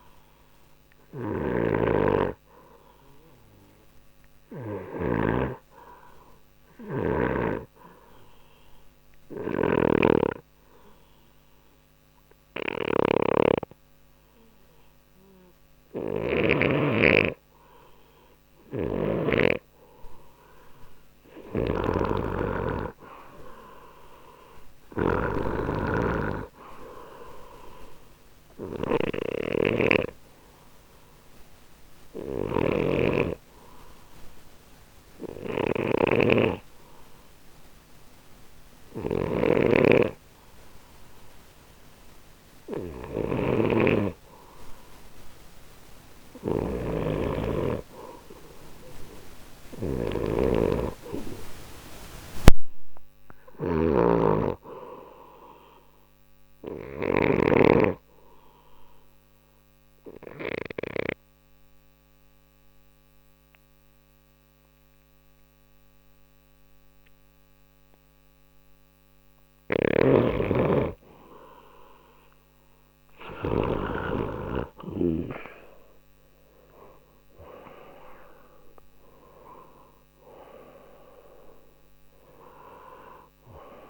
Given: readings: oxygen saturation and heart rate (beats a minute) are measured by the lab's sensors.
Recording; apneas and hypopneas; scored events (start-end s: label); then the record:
breathing in sleep by a microphone on the trachea; 3
0.00-1.00 s: arousal
1.00-5.00 s: snoring (device-marked)
8.50-18.50 s: obstructive apnea (oxygen 97% before, 90% lowest, heart rate 60 before, 45 extreme, up 1 after)
9.50-16.50 s: snoring (device-marked)
18.50-43.50 s: oxygen desaturation (device-marked, oxygen 95% before, 90% lowest, heart rate 60 before, 45 extreme)
18.50-57.50 s: snoring (device-marked)
21.00-25.00 s: arousal
30.00-43.50 s: hypopnea (oxygen 97% before, 89% lowest, heart rate 59 before, 45 extreme, up 16 after)
46.00-49.00 s: arousal
57.50-69.00 s: obstructive apnea (oxygen 95% before, 89% lowest, heart rate 57 before, 40 extreme, up 8 after)
69.50-73.50 s: snoring (device-marked)
76.00-80.00 s: arousal
77.50-83.90 s: oxygen desaturation (device-marked, oxygen 94% before, 89% lowest, heart rate 57 before, 40 extreme)
From the record:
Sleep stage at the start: N2 (light sleep); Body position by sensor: on the right side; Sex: male